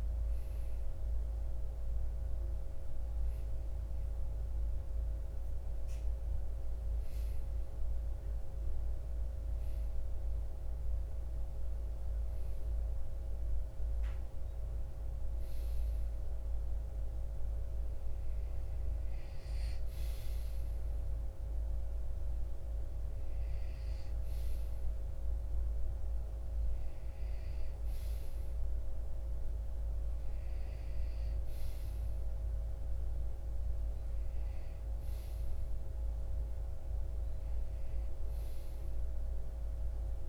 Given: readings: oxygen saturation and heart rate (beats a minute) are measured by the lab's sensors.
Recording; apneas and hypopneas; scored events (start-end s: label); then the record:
breathing in sleep, hard to hear, by a room microphone; none
none scored
From the record:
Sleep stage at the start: REM sleep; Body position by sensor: on the right side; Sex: male